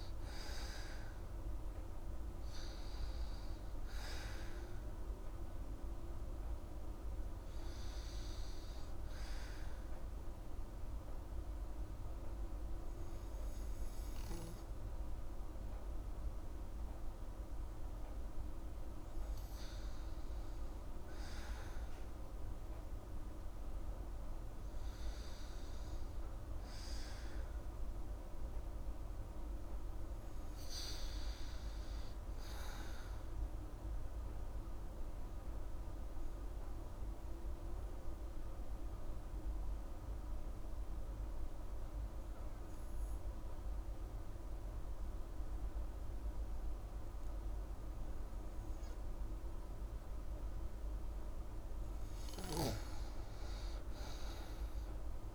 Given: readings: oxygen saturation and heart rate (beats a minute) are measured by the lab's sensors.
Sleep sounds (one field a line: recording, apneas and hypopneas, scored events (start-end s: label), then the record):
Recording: breathing in sleep, hard to hear, by a room microphone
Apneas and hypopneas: 2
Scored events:
0.00-22.00 s: oxygen desaturation (device-marked, oxygen 85% lowest, heart rate 60 extreme)
10.00-20.00 s: obstructive apnea (oxygen 98% before, 85% lowest, heart rate 144 before, 60 extreme, up 21 after)
24.50-27.50 s: arousal
33.00-51.00 s: obstructive apnea (oxygen 98% before, 87% lowest, heart rate 103 before, 68 extreme, up 34 after)
From the record:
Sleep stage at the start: N2 (light sleep)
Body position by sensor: on the back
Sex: female